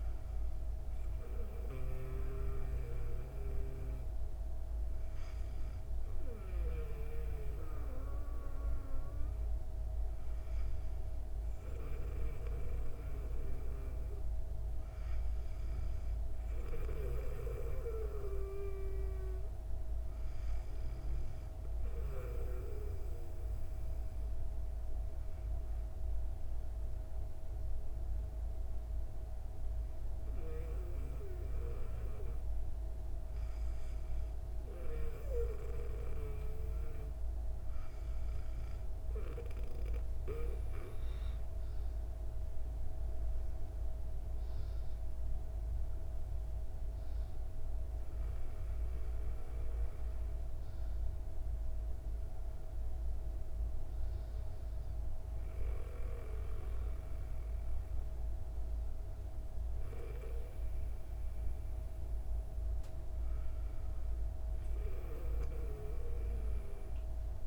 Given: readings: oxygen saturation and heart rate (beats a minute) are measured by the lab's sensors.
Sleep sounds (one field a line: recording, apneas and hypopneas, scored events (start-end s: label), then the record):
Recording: breathing in sleep by a room microphone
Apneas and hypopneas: 1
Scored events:
23.00-38.50 s: hypopnea (oxygen 97% before, 95% lowest, heart rate 131 before, 69 extreme, up 55 after)
40.50-45.50 s: arousal
From the record:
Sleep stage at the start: N2 (light sleep)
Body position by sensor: on the back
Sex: female